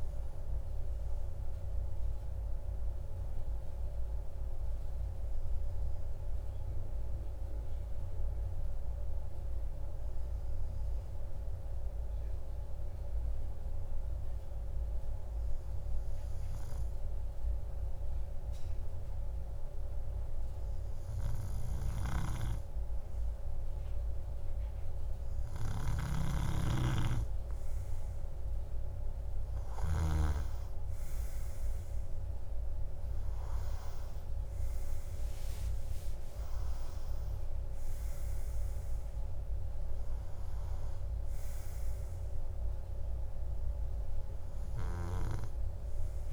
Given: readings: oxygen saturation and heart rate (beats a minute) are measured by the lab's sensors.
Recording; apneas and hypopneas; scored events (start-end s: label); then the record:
breathing in sleep by a room microphone; 1
3.00-25.50 s: hypopnea (oxygen 98% before, 96% lowest, heart rate 51 before, 51 extreme, up 3 after)
30.00-35.00 s: arousal
From the record:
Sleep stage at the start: N2 (light sleep); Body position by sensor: on the right side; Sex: male